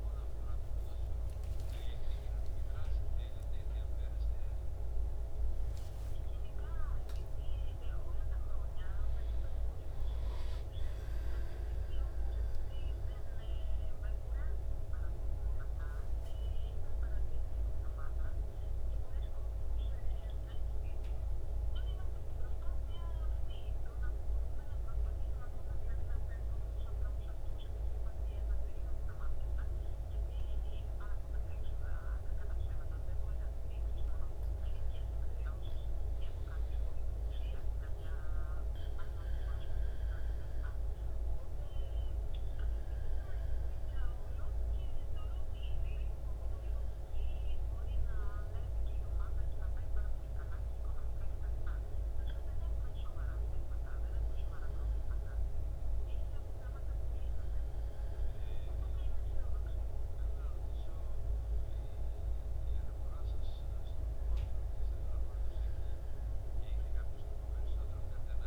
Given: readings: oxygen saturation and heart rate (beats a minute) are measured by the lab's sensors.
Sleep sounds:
breathing in sleep, hard to hear, by a room microphone; 1
0.00-2.00 s: arousal
20.50-36.00 s: mixed apnea (oxygen 97% before, 96% lowest, heart rate 67 before, 65 extreme, up 4 after)
38.50-41.50 s: arousal
From the record:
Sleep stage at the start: N2 (light sleep); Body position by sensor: on the back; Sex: male

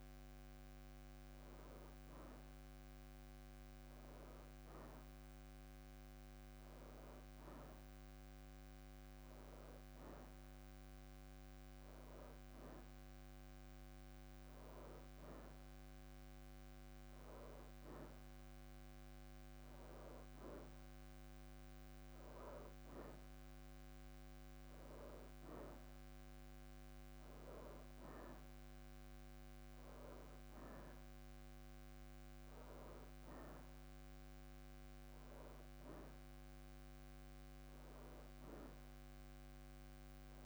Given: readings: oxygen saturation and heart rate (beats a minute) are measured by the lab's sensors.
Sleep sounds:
breathing in sleep by a microphone on the trachea; none
10.50-12.00 s: leg movement (device-marked)
From the record:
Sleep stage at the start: N2 (light sleep); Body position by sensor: on the right side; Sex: female

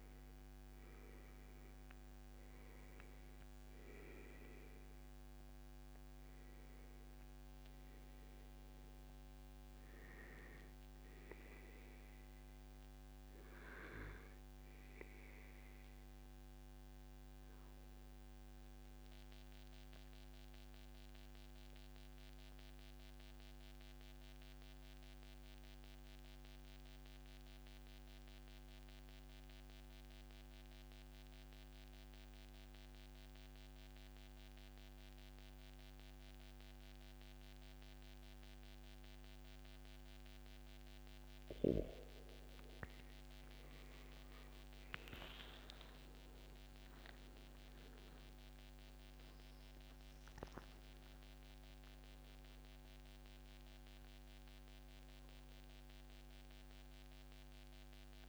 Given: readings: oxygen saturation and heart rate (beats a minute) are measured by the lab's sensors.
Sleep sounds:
breathing in sleep, hard to hear, by a microphone on the trachea; 1
0.00-20.00 s: oxygen desaturation (device-marked, oxygen 92% lowest, heart rate 99 extreme)
10.50-12.50 s: long interval between heartbeats (device-marked, heart rate 136 before, 124 extreme)
16.00-40.50 s: mixed apnea (oxygen 96% before, 93% lowest, heart rate 129 before, 106 extreme, up 30 after)
17.50-19.50 s: long interval between heartbeats (device-marked, heart rate 126 before, 107 extreme)
23.00-25.00 s: long interval between heartbeats (device-marked, heart rate 120 before, 108 extreme)
30.50-32.50 s: long interval between heartbeats (device-marked, heart rate 110 before, 108 extreme)
41.00-54.00 s: oxygen desaturation (device-marked, oxygen 97% before, 94% lowest, heart rate 112 before, 133 extreme)
41.50-43.50 s: long interval between heartbeats (device-marked, heart rate 112 before, 116 extreme)
43.00-47.00 s: arousal
From the record:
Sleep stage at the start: N2 (light sleep); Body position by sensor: on the back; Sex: male

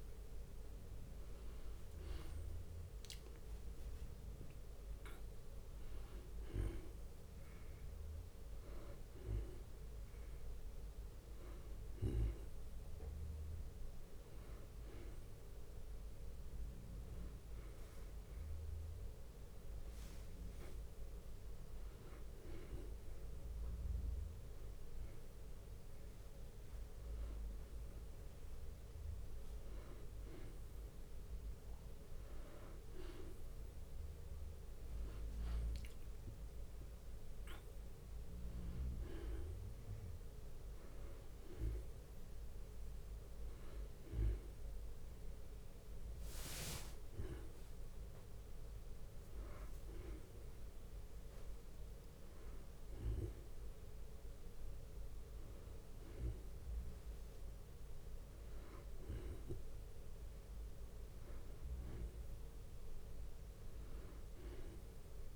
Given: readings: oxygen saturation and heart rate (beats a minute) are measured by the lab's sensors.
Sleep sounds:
a person awake in a sleep study, by a room microphone; none
0.00-3.00 s: drop in pulse transit time (device-marked, heart rate 56 extreme)
0.00-5.00 s: bradycardia (device-marked, heart rate 87 before, 58 extreme)
9.00-16.00 s: bradycardia (device-marked, heart rate 86 before, 57 extreme)
11.00-13.00 s: long interval between heartbeats (device-marked, heart rate 62 before, 59 extreme)
40.00-63.00 s: bradycardia (device-marked, heart rate 85 before, 51 extreme)
48.00-65.36 s: new sleep stage, N1 (lightest sleep)
62.00-65.36 s: drop in pulse transit time (device-marked, heart rate 57 before, 57 extreme)
From the record:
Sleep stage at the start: awake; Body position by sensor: on the back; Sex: male

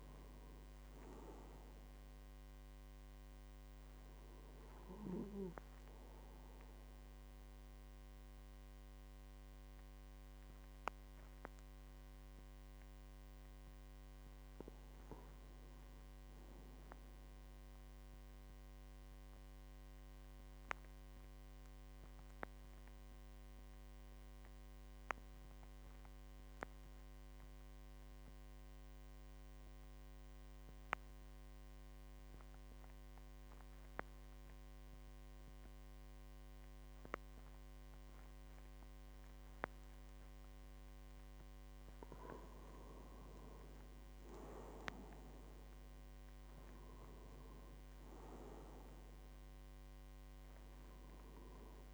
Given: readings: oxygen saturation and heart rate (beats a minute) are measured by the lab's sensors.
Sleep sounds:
breathing in sleep by a microphone on the trachea; 1
0.00-17.00 s: oxygen desaturation (device-marked, oxygen 91% lowest, heart rate 45 extreme)
19.00-41.00 s: obstructive apnea (oxygen 99% before, 90% lowest, heart rate 51 before, 46 extreme, up 12 after)
38.00-51.94 s: oxygen desaturation (device-marked, oxygen 98% before, 90% lowest, heart rate 49 before, 46 extreme)
43.00-47.00 s: arousal
From the record:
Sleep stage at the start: N2 (light sleep); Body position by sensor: on the back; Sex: male

